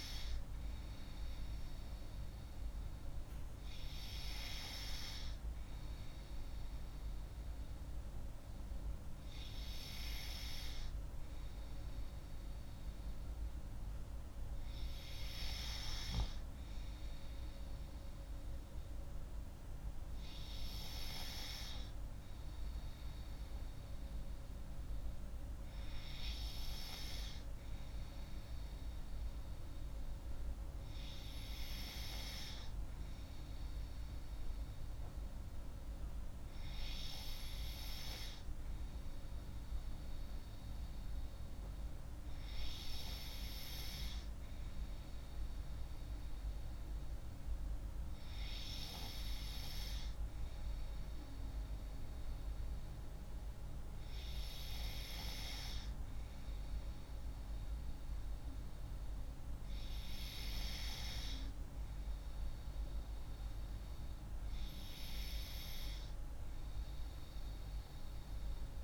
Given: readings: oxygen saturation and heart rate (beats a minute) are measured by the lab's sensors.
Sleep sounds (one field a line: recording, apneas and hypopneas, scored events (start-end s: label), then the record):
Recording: breathing in sleep by a room microphone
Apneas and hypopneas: none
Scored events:
66.00-68.84 s: new sleep stage, N2 (light sleep)
From the record:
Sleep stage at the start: N3 (deep sleep)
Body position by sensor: on the left side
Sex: female